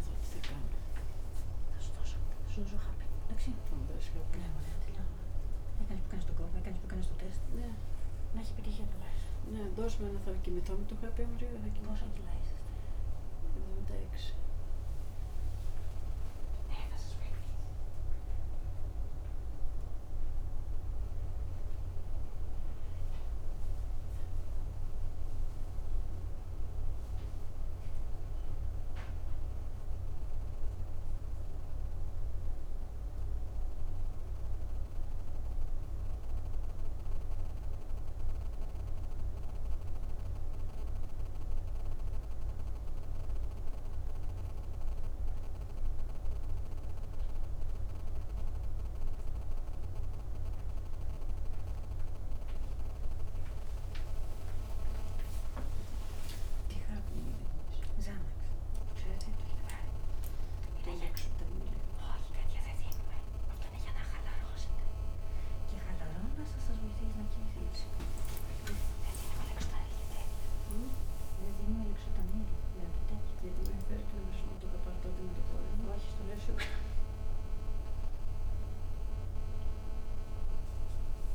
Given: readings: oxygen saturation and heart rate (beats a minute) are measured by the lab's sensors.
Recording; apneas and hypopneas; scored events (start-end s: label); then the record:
a person awake in a sleep study, by a room microphone; none
none scored
From the record:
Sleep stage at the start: awake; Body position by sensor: on the right side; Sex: female